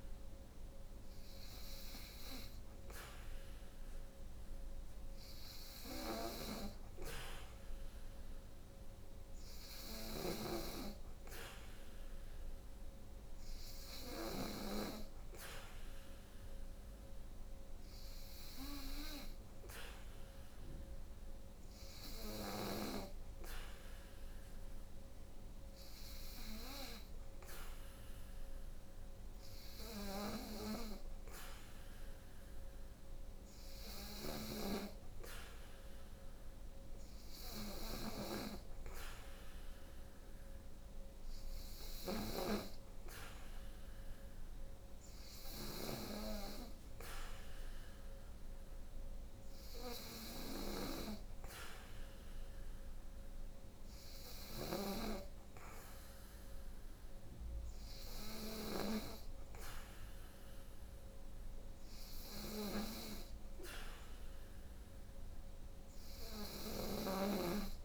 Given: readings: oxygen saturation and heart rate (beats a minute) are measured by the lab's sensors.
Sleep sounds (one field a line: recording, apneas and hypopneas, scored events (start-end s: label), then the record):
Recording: breathing in sleep by a room microphone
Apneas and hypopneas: none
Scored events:
none scored
From the record:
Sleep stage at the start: N3 (deep sleep)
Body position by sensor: on the back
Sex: female